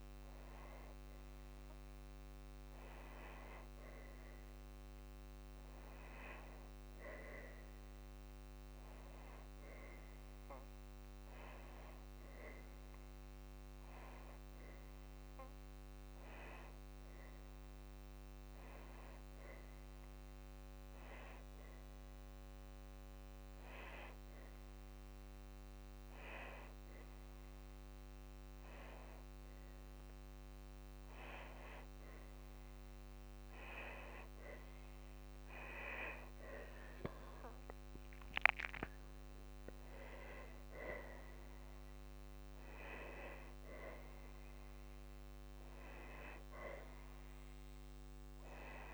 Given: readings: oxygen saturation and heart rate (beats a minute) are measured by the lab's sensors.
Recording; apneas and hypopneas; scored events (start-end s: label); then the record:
a person awake in a sleep study, by a microphone on the trachea; none
none scored
From the record:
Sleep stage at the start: awake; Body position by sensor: on the back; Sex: female